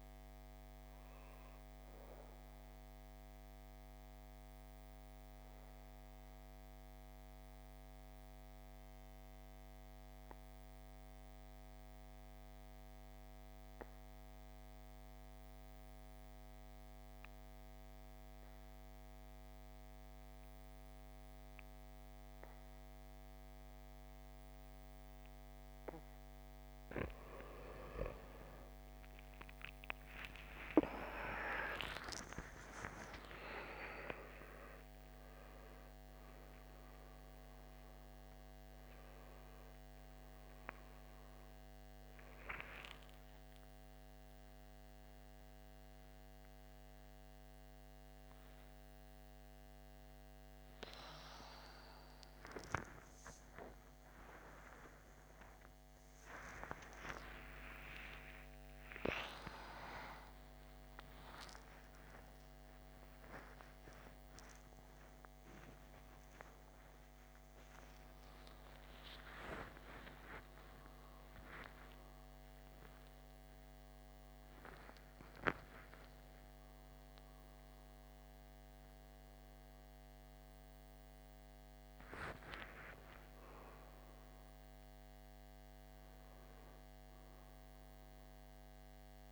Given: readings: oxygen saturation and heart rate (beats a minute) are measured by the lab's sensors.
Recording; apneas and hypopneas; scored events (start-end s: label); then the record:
a person partly awake in a sleep study, by a microphone on the trachea; 1
3.00-26.50 s: mixed apnea (oxygen 98% before, 83% lowest, heart rate 53 before, 49 extreme, up 37 after)
25.50-62.50 s: oxygen desaturation (device-marked, oxygen 96% before, 83% lowest, heart rate 52 before, 55 extreme)
43.50-73.50 s: new sleep stage, awake
73.50-89.32 s: new sleep stage, N1 (lightest sleep)
From the record:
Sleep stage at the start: N2 (light sleep); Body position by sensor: on the right side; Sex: male